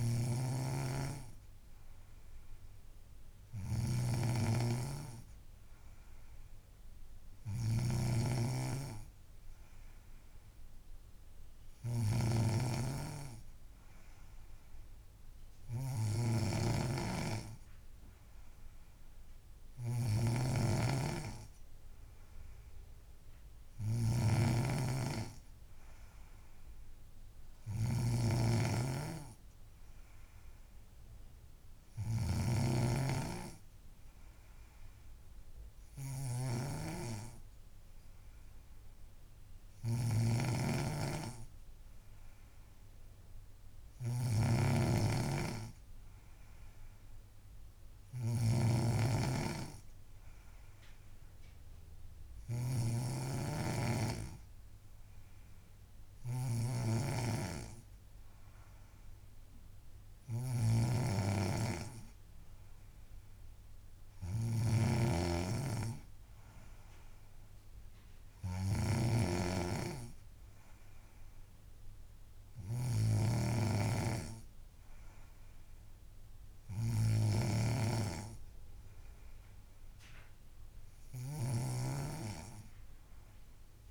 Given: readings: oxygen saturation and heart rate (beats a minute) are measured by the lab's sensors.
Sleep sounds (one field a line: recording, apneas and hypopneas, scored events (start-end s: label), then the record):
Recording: breathing in sleep by a room microphone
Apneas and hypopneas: none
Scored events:
0.00-83.91 s: snoring (device-marked)
From the record:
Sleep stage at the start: N3 (deep sleep)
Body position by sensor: on the back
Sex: female